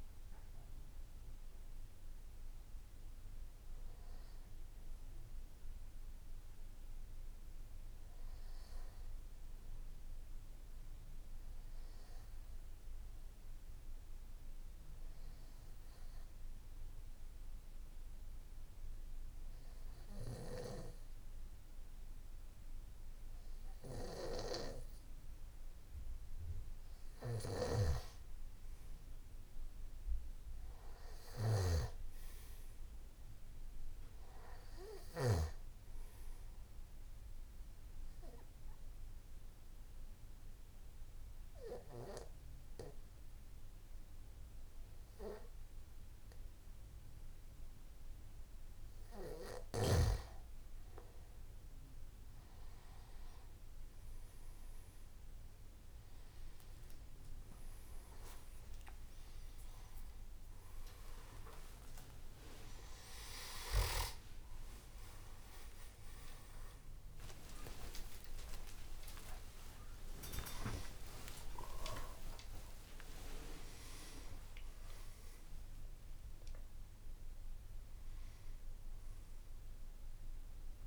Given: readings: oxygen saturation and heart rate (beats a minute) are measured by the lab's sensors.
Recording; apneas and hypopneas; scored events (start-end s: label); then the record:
a person partly awake in a sleep study, by a room microphone; 2
15.50-27.50 s: obstructive apnea (oxygen 97% before, 91% lowest, heart rate 59 before, 58 extreme, up 3 after)
30.00-34.00 s: arousal
34.00-52.00 s: oxygen desaturation (device-marked, oxygen 95% before, 92% lowest, heart rate 59 before, 58 extreme)
38.50-49.50 s: obstructive apnea (oxygen 97% before, 91% lowest, heart rate 60 before, 58 extreme, up 8 after)
47.00-77.00 s: new sleep stage, awake
62.00-74.00 s: oxygen desaturation (device-marked, oxygen 96% before, 91% lowest, heart rate 62 before, 60 extreme)
67.50-69.50 s: long interval between heartbeats (device-marked, heart rate 65 before, 88 extreme)
68.00-74.00 s: tachycardia (device-marked, heart rate 61 before, 127 extreme)
77.00-80.87 s: new sleep stage, N1 (lightest sleep)
From the record:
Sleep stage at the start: N2 (light sleep); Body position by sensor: on the back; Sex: male